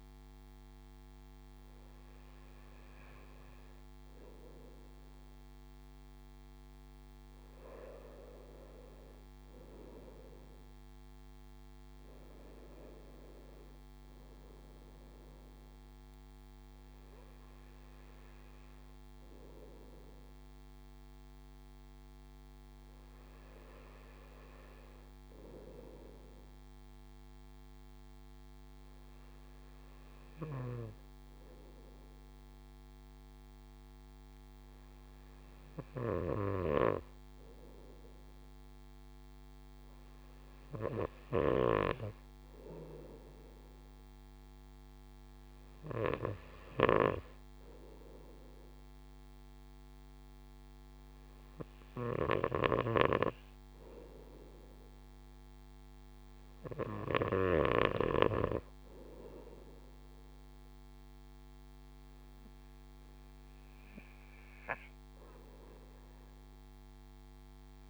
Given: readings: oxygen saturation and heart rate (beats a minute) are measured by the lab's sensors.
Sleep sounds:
breathing in sleep by a microphone on the trachea; none
none scored
From the record:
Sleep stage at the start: N2 (light sleep); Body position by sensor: on the right side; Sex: male

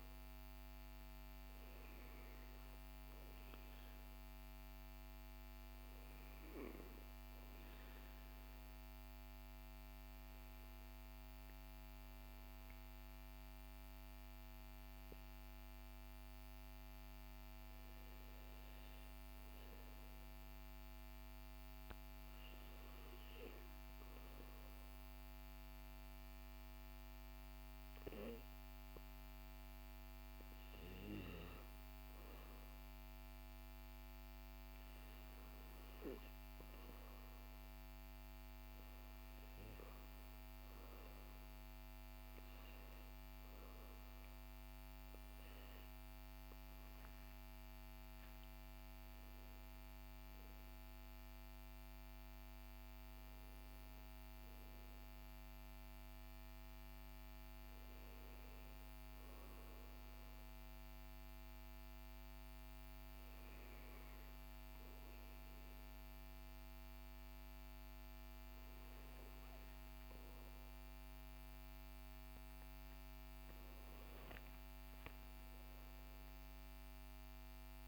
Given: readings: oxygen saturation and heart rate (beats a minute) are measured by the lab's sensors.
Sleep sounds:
breathing in sleep, hard to hear, by a microphone on the trachea; 1
0.00-11.00 s: oxygen desaturation (device-marked, oxygen 94% lowest, heart rate 48 extreme)
7.00-17.00 s: obstructive apnea (oxygen 98% before, 95% lowest, heart rate 57 before, 52 extreme, up 5 after)
18.00-22.00 s: arousal
47.00-77.88 s: new sleep stage, N1 (lightest sleep)
From the record:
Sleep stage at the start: N2 (light sleep); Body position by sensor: on the back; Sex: male

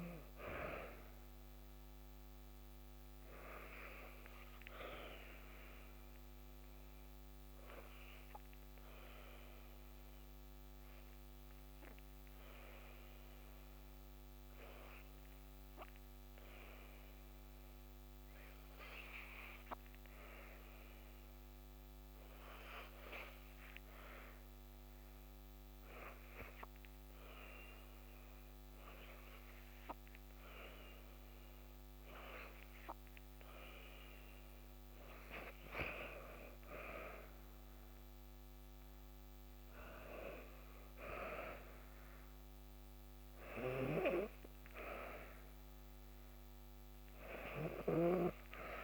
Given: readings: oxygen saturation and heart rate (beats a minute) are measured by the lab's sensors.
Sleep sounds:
breathing in sleep by a microphone on the trachea; 1
0.00-25.50 s: oxygen desaturation (device-marked, oxygen 92% lowest, heart rate 53 extreme)
6.50-22.50 s: obstructive apnea (oxygen 97% before, 92% lowest, heart rate 63 before, 55 extreme, up 2 after)
25.00-30.50 s: arousal
46.50-48.84 s: oxygen desaturation (device-marked, oxygen 96% before, 92% lowest, heart rate 57 before, 55 extreme)
From the record:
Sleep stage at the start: N2 (light sleep); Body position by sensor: on the back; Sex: female

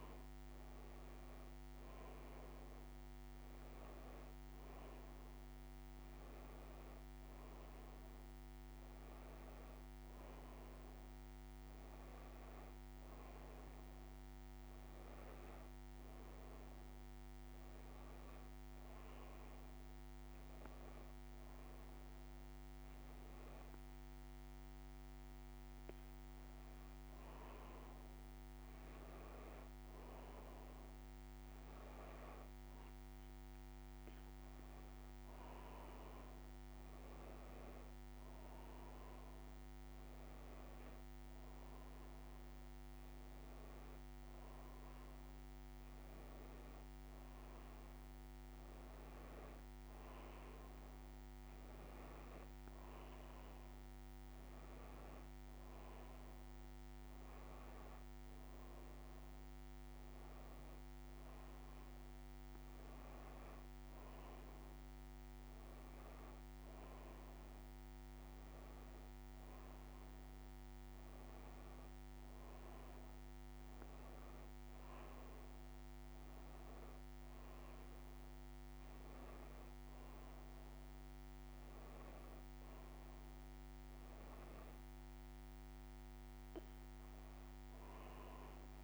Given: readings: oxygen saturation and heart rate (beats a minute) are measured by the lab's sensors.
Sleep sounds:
breathing in sleep, hard to hear, by a microphone on the trachea; none
none scored
From the record:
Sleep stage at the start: N2 (light sleep); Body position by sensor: on the back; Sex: female

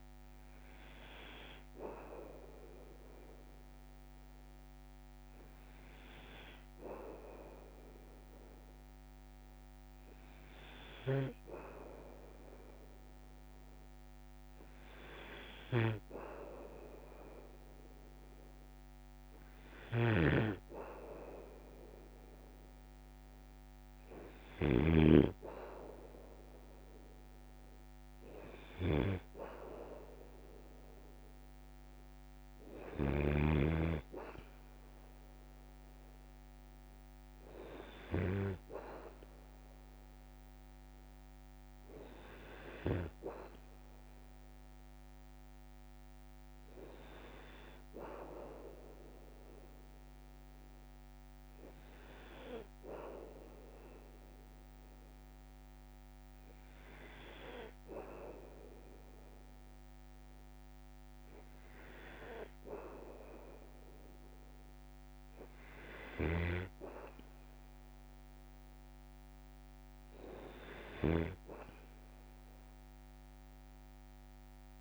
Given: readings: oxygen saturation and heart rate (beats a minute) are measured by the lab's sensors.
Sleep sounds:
breathing in sleep by a microphone on the trachea; none
11.00-33.50 s: snoring (device-marked)
66.00-74.81 s: snoring (device-marked)
From the record:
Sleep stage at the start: N2 (light sleep); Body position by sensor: on the back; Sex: male

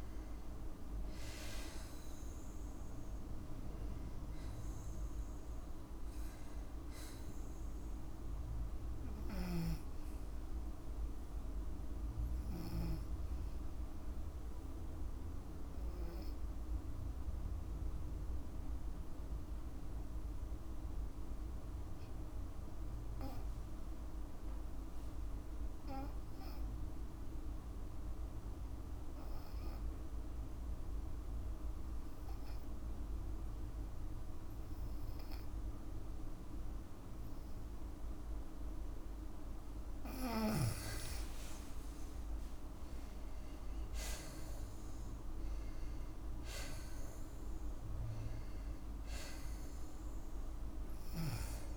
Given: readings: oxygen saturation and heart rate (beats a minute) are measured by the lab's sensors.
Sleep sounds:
breathing in sleep, hard to hear, by a room microphone; 1
17.00-38.00 s: obstructive apnea (oxygen 98% before, 92% lowest, heart rate 59 before, 53 extreme, up 17 after)
28.00-42.00 s: oxygen desaturation (device-marked, oxygen 98% before, 92% lowest, heart rate 56 before, 54 extreme)
40.50-42.50 s: long interval between heartbeats (device-marked, heart rate 54 before, 66 extreme)
43.50-48.00 s: arousal
From the record:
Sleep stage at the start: N2 (light sleep); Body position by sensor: on the back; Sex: female

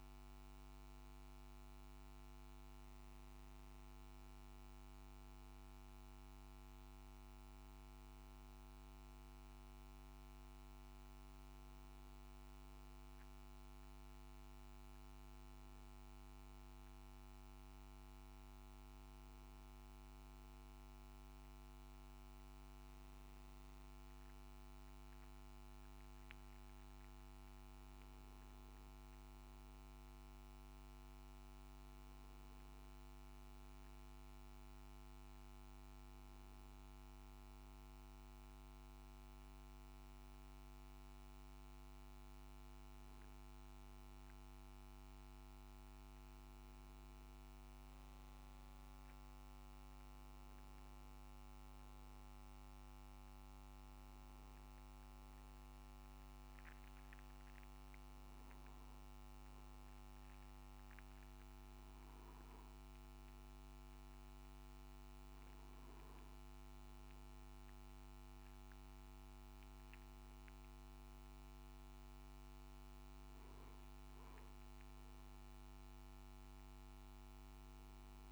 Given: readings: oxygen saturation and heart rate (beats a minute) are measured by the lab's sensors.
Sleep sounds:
breathing in sleep, hard to hear, by a microphone on the trachea; none
none scored
From the record:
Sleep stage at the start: N2 (light sleep); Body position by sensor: on the back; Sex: male

